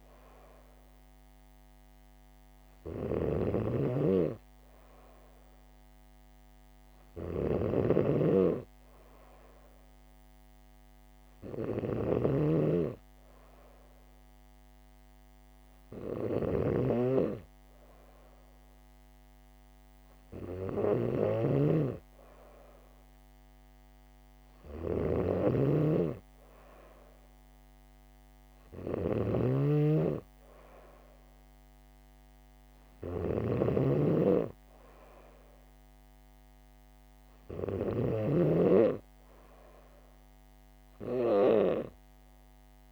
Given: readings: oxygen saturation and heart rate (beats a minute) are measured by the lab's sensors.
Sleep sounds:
breathing in sleep by a microphone on the trachea; none
0.00-42.92 s: snoring (device-marked)
From the record:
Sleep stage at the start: N3 (deep sleep); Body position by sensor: on the back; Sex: female

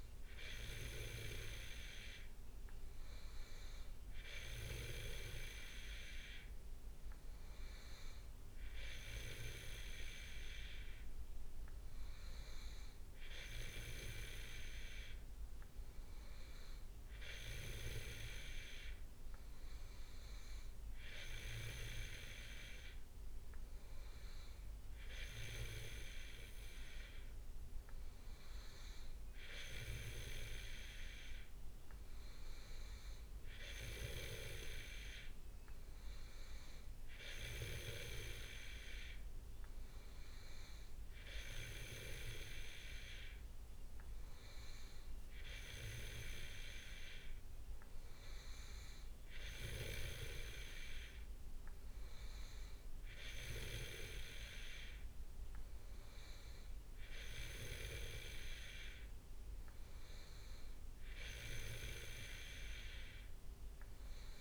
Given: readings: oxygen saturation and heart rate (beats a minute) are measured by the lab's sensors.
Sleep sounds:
breathing in sleep by a room microphone; none
none scored
From the record:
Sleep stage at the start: N2 (light sleep); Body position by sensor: on the back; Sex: male

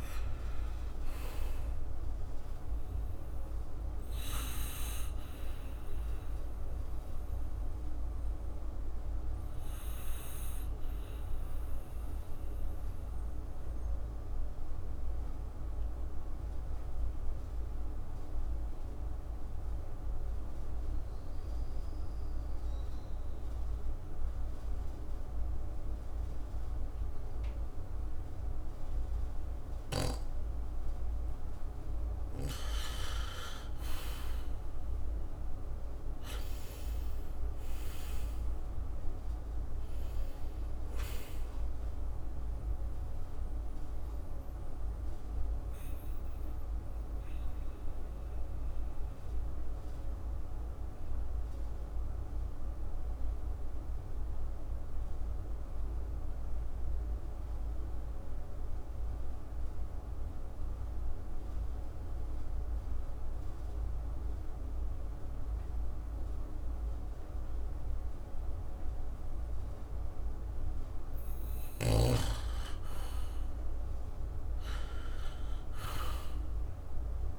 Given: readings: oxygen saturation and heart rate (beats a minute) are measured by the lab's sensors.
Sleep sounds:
breathing in sleep, hard to hear, by a room microphone; 2
0.00-22.50 s: oxygen desaturation (device-marked, oxygen 88% lowest, heart rate 55 extreme)
5.00-31.50 s: obstructive apnea (oxygen 98% before, 87% lowest, heart rate 63 before, 52 extreme, up 7 after)
12.50-77.39 s: new sleep stage, N2 (light sleep)
33.00-38.50 s: arousal
37.50-61.50 s: oxygen desaturation (device-marked, oxygen 98% before, 87% lowest, heart rate 62 before, 52 extreme)
44.50-71.50 s: obstructive apnea (oxygen 98% before, 87% lowest, heart rate 63 before, 52 extreme, up 9 after)
73.00-77.39 s: arousal
From the record:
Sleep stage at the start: N1 (lightest sleep); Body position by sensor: on the back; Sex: male

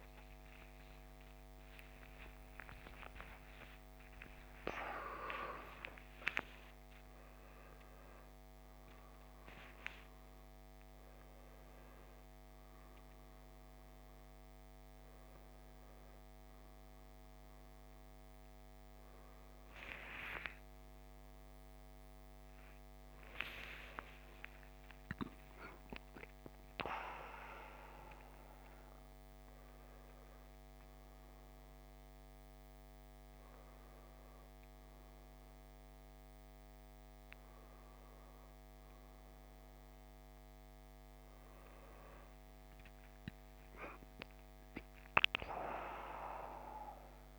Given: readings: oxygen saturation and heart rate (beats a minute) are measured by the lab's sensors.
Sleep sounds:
a person awake in a sleep study, by a microphone on the trachea; none
none scored
From the record:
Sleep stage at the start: awake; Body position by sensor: on the left side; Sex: male

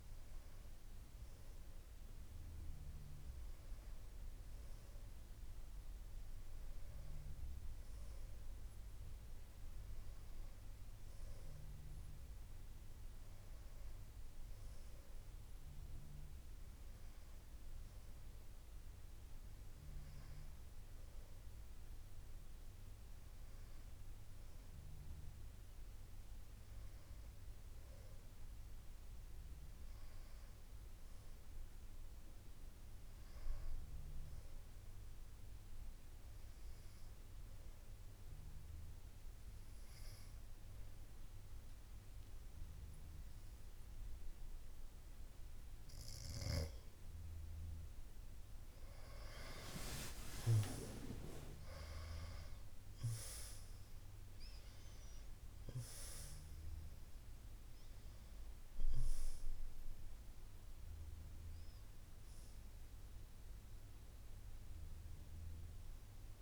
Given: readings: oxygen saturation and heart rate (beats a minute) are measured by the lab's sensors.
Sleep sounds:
breathing in sleep by a room microphone; 1
36.00-47.50 s: obstructive apnea (oxygen 96% before, 91% lowest, heart rate 61 before, 57 extreme, up 10 after)
50.00-54.00 s: arousal
52.00-66.42 s: oxygen desaturation (device-marked, oxygen 95% before, 91% lowest, heart rate 63 before, 57 extreme)
From the record:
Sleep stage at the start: N2 (light sleep); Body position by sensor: on the back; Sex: female

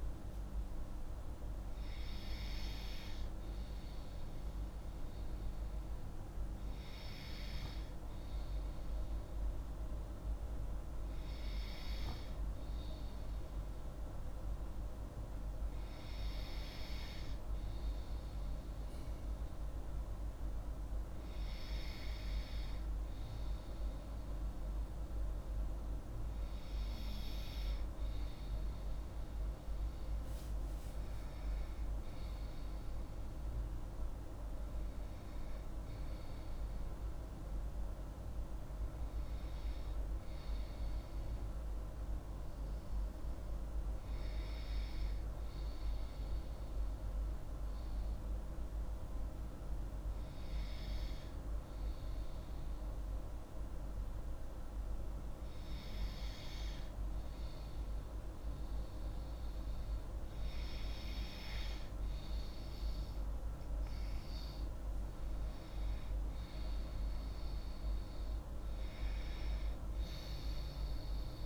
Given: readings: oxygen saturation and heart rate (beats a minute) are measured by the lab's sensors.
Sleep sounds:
breathing in sleep, hard to hear, by a room microphone; 1
32.00-35.50 s: arousal
45.00-60.00 s: hypopnea (oxygen 96% before, 94% lowest)
66.50-69.50 s: arousal
From the record:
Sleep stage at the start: N2 (light sleep); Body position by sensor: on the left side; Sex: female

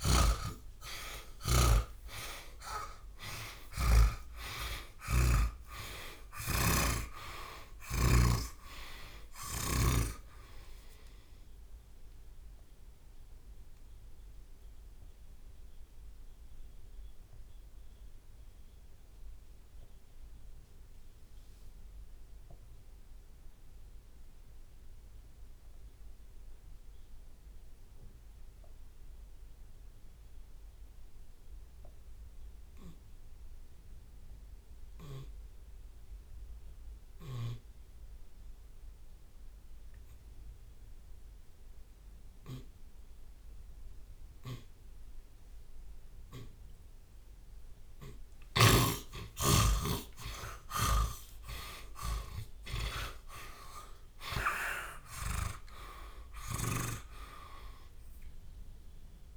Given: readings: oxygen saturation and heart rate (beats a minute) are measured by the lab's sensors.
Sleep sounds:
breathing in sleep by a room microphone; 1
0.00-4.00 s: arousal
0.50-2.50 s: long interval between heartbeats (device-marked)
3.50-10.00 s: snoring (device-marked)
11.50-46.50 s: obstructive apnea (oxygen 96% before, 80% lowest)
49.50-54.00 s: arousal
From the record:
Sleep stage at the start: N2 (light sleep); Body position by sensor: on the left side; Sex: male

